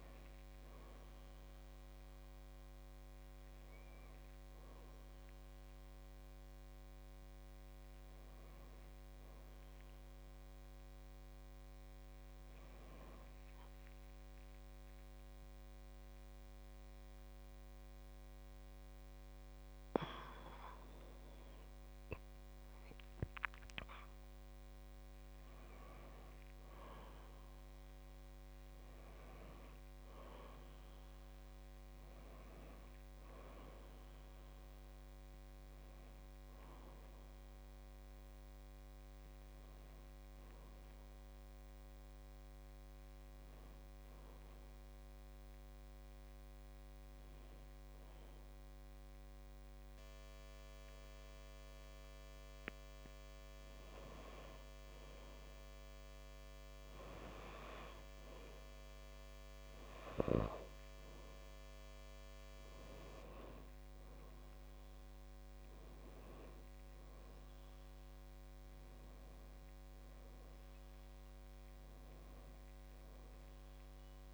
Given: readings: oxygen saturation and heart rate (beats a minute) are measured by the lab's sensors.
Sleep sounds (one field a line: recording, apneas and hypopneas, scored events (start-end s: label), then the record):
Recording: a person partly awake in a sleep study, by a microphone on the trachea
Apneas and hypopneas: 2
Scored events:
0.00-11.50 s: oxygen desaturation (device-marked, oxygen 89% lowest, heart rate 58 extreme)
11.50-41.50 s: new sleep stage, N1 (lightest sleep)
15.00-26.50 s: obstructive apnea (oxygen 99% before, 94% lowest, heart rate 69 before, 58 extreme, up 17 after)
28.00-32.50 s: arousal
41.50-74.34 s: new sleep stage, N2 (light sleep)
43.00-54.00 s: obstructive apnea (oxygen 99% before, 92% lowest, heart rate 67 before, 59 extreme, up 0 after)
56.50-61.50 s: arousal
62.50-72.50 s: oxygen desaturation (device-marked, oxygen 98% before, 94% lowest, heart rate 63 before, 56 extreme)
From the record:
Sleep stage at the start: awake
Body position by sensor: on the back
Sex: female